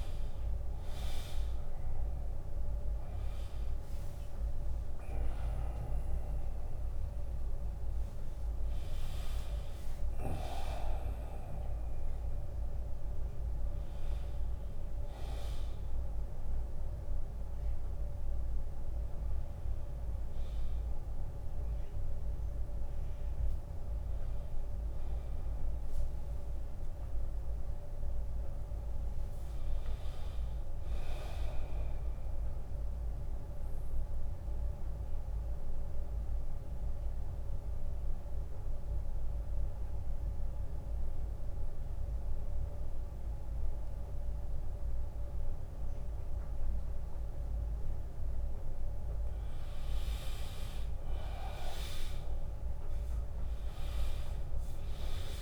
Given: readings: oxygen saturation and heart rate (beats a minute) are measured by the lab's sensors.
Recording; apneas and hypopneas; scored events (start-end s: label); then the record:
breathing in sleep, hard to hear, by a room microphone; 1
0.00-3.00 s: drop in pulse transit time (device-marked, heart rate 73 extreme)
0.00-7.00 s: oxygen desaturation (device-marked, oxygen 93% lowest, heart rate 70 extreme)
5.50-7.50 s: long interval between heartbeats (device-marked, heart rate 78 before, 87 extreme)
13.00-26.00 s: oxygen desaturation (device-marked, oxygen 95% before, 89% lowest, heart rate 84 before, 70 extreme)
26.00-28.00 s: long interval between heartbeats (device-marked, heart rate 81 before, 72 extreme)
27.50-31.00 s: arousal
33.00-47.50 s: obstructive apnea (oxygen 100% before, 90% lowest, heart rate 76 before, 66 extreme, up 6 after)
50.00-54.00 s: arousal
53.00-55.42 s: drop in pulse transit time (device-marked, heart rate 79 before, 66 extreme)
From the record:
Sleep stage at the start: N2 (light sleep); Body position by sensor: on the back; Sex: male